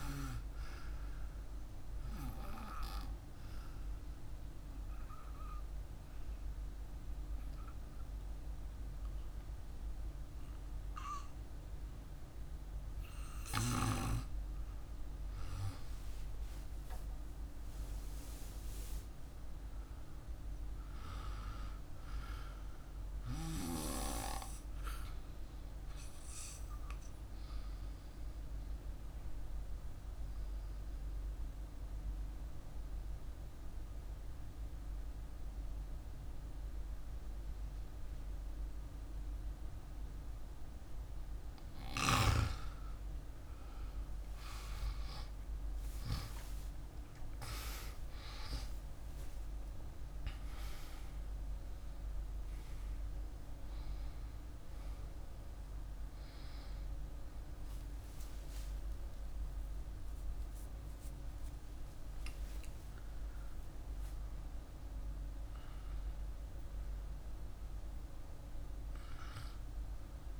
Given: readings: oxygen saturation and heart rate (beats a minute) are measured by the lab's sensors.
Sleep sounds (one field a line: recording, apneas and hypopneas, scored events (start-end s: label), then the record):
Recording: breathing in sleep by a room microphone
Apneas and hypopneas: 2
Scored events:
4.50-14.50 s: obstructive apnea (oxygen 97% before, 93% lowest, heart rate 71 before, 53 extreme, up 1 after)
16.00-19.50 s: arousal
31.00-41.50 s: obstructive apnea (oxygen 98% before, 93% lowest, heart rate 54 before, 53 extreme, up 10 after)
44.00-49.00 s: arousal
52.00-63.00 s: oxygen desaturation (device-marked, oxygen 97% before, 93% lowest, heart rate 55 before, 52 extreme)
56.00-70.40 s: new sleep stage, N2 (light sleep)
58.50-61.50 s: arousal
From the record:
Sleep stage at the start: REM sleep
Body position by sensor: on the back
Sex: male